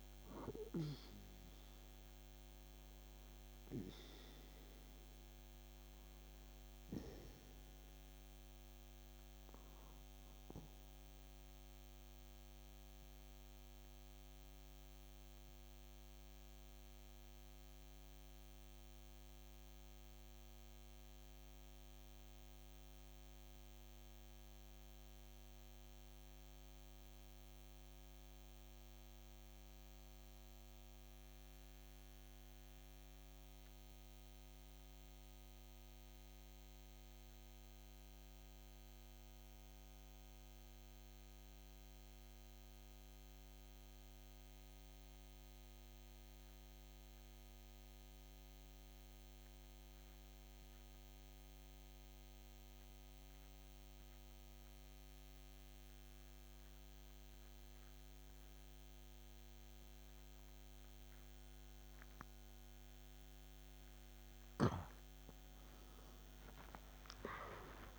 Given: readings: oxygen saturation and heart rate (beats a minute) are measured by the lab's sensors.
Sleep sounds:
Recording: breathing in sleep, hard to hear, by a microphone on the trachea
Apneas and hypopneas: 1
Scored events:
0.00-27.00 s: oxygen desaturation (device-marked, oxygen 87% lowest, heart rate 52 extreme)
11.00-62.50 s: mixed apnea (oxygen 94% before, 86% lowest, heart rate 56 before, 52 extreme, up 3 after)
58.00-67.99 s: oxygen desaturation (device-marked, oxygen 97% before, 86% lowest, heart rate 53 before, 51 extreme)
64.00-67.50 s: arousal
From the record:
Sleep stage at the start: N2 (light sleep)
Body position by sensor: on the back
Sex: male

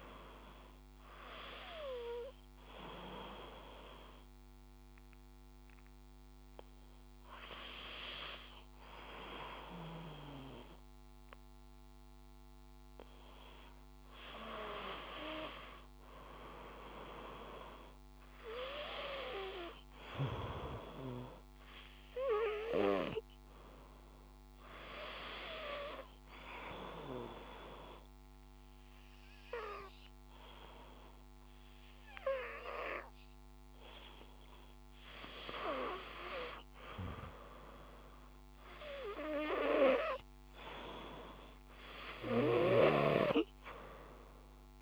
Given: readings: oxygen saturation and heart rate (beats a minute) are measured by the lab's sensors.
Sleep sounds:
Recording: breathing in sleep by a microphone on the trachea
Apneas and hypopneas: 1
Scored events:
0.00-12.00 s: oxygen desaturation (device-marked, oxygen 94% lowest, heart rate 58 extreme)
2.00-14.00 s: hypopnea (oxygen 97% before, 93% lowest, heart rate 58 before, 58 extreme, up 2 after)
16.00-19.50 s: arousal
From the record:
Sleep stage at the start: N2 (light sleep)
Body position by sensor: on the back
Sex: male

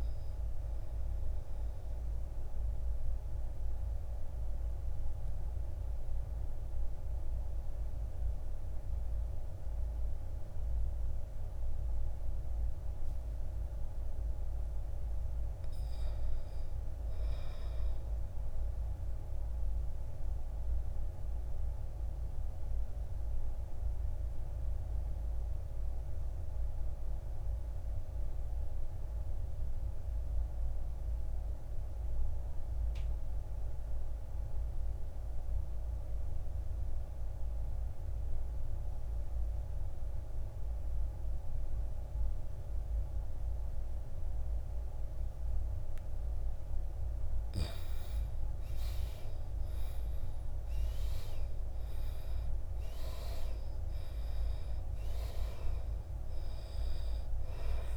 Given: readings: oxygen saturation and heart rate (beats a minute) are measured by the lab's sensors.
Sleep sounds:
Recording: breathing in sleep, hard to hear, by a room microphone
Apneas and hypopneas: 2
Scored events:
0.00-15.00 s: oxygen desaturation (device-marked, oxygen 77% lowest, heart rate 52 extreme)
2.50-14.50 s: obstructive apnea (oxygen 99% before, 74% lowest, heart rate 68 before, 52 extreme, up 8 after)
15.50-18.00 s: arousal
20.00-46.50 s: obstructive apnea (oxygen 100% before, 74% lowest, heart rate 57 before, 52 extreme, up 11 after)
28.00-30.00 s: long interval between heartbeats (device-marked, heart rate 57 before, 59 extreme)
35.00-57.97 s: oxygen desaturation (device-marked, oxygen 98% before, 74% lowest, heart rate 58 before, 55 extreme)
48.00-52.00 s: arousal
From the record:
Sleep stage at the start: N2 (light sleep)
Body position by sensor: on the back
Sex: male

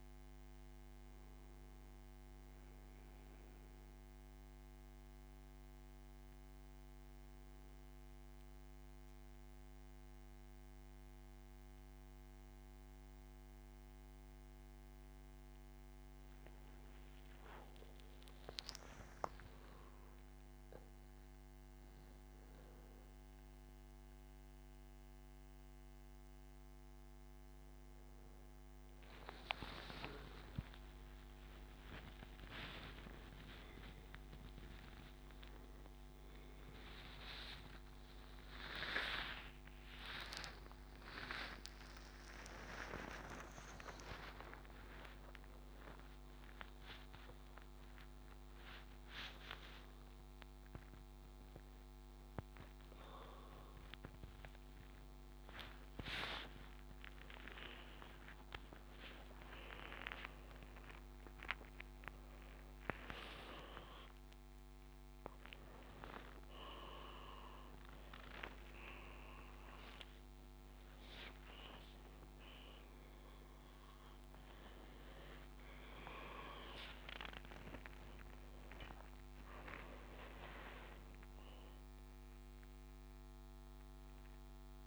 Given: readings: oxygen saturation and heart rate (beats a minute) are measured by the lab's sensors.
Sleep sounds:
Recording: a person awake in a sleep study, by a microphone on the trachea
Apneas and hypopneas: none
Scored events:
0.00-6.50 s: oxygen desaturation (device-marked, oxygen 91% lowest, heart rate 78 extreme)
27.50-35.50 s: tachycardia (device-marked, heart rate 77 before, 117 extreme)
33.00-35.00 s: long interval between heartbeats (device-marked, heart rate 90 before, 113 extreme)
39.50-84.87 s: tachycardia (device-marked, heart rate 78 before, 129 extreme)
43.00-45.00 s: long interval between heartbeats (device-marked, heart rate 101 before, 110 extreme)
45.00-47.00 s: long interval between heartbeats (device-marked, heart rate 103 before, 117 extreme)
From the record:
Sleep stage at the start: awake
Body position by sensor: upright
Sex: male

